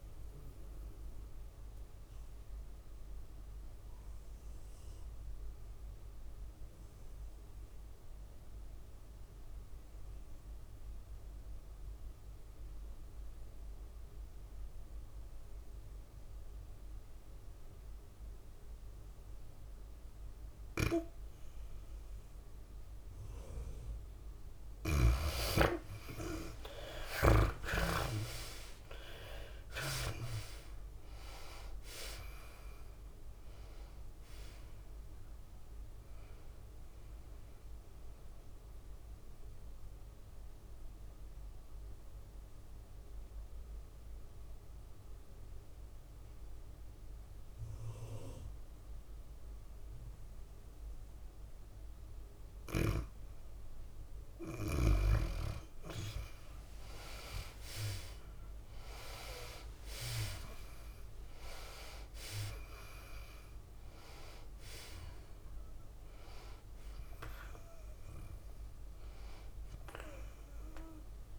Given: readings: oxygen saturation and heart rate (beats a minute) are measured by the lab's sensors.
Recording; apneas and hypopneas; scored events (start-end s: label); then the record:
breathing in sleep by a room microphone; 2
0.00-4.50 s: drop in pulse transit time (device-marked, heart rate 97 extreme)
0.00-5.50 s: tachycardia (device-marked, heart rate 108 extreme)
0.00-9.50 s: oxygen desaturation (device-marked, oxygen 73% lowest, heart rate 93 extreme)
1.00-24.50 s: obstructive apnea (oxygen 97% before, 72% lowest, heart rate 100 before, 93 extreme, up 10 after)
17.50-51.50 s: oxygen desaturation (device-marked, oxygen 97% before, 72% lowest, heart rate 101 before, 94 extreme)
26.50-47.50 s: tachycardia (device-marked, heart rate 104 before, 107 extreme)
29.00-34.50 s: arousal
30.50-43.50 s: drop in pulse transit time (device-marked, heart rate 96 before, 102 extreme)
39.50-54.00 s: mixed apnea (oxygen 97% before, 72% lowest, heart rate 100 before, 97 extreme, up 6 after)
55.50-71.39 s: tachycardia (device-marked, heart rate 104 before, 107 extreme)
57.50-62.00 s: arousal
60.50-71.39 s: oxygen desaturation (device-marked, oxygen 98% before, 79% lowest, heart rate 101 before, 89 extreme)
From the record:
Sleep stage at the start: N2 (light sleep); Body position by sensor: on the back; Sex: female